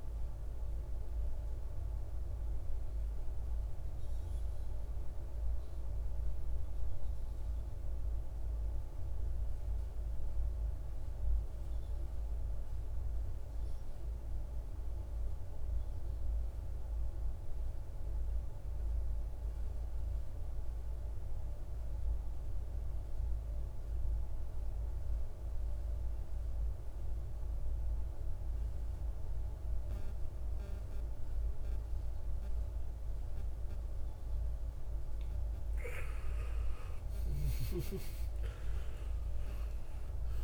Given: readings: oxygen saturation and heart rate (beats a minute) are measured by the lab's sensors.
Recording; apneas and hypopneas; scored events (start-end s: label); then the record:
breathing in sleep, hard to hear, by a room microphone; 1
0.00-7.50 s: oxygen desaturation (device-marked, oxygen 87% lowest, heart rate 52 extreme)
8.00-33.50 s: obstructive apnea (oxygen 97% before, 86% lowest, heart rate 64 before, 52 extreme, up 15 after)
29.50-40.44 s: oxygen desaturation (device-marked, oxygen 98% before, 86% lowest, heart rate 56 before, 51 extreme)
35.50-40.44 s: arousal
From the record:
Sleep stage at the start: N2 (light sleep); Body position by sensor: on the right side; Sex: male